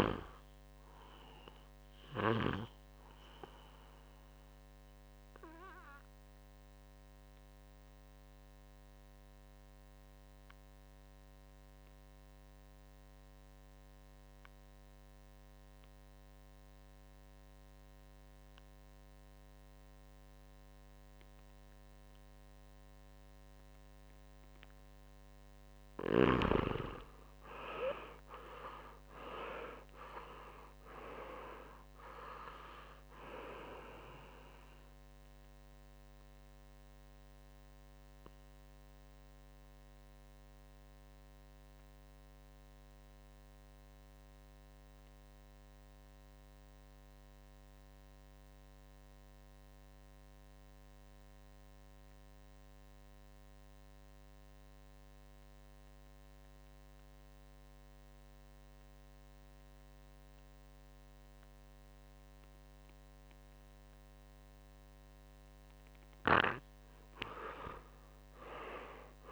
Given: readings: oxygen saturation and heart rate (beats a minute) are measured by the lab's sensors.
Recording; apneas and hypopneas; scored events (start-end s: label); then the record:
breathing in sleep by a microphone on the trachea; 2
0.00-4.50 s: oxygen desaturation (device-marked, oxygen 91% lowest, heart rate 60 extreme)
4.00-24.00 s: obstructive apnea (oxygen 98% before, 89% lowest, heart rate 64 before, 56 extreme, up 12 after)
20.50-52.50 s: oxygen desaturation (device-marked, oxygen 98% before, 89% lowest, heart rate 62 before, 56 extreme)
26.50-30.00 s: arousal
35.00-65.00 s: obstructive apnea (oxygen 99% before, 89% lowest, heart rate 65 before, 56 extreme, up 8 after)
66.50-69.32 s: oxygen desaturation (device-marked, oxygen 98% before, 90% lowest, heart rate 62 before, 58 extreme)
67.50-69.32 s: arousal
From the record:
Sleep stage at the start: N2 (light sleep); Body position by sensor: on the back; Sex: male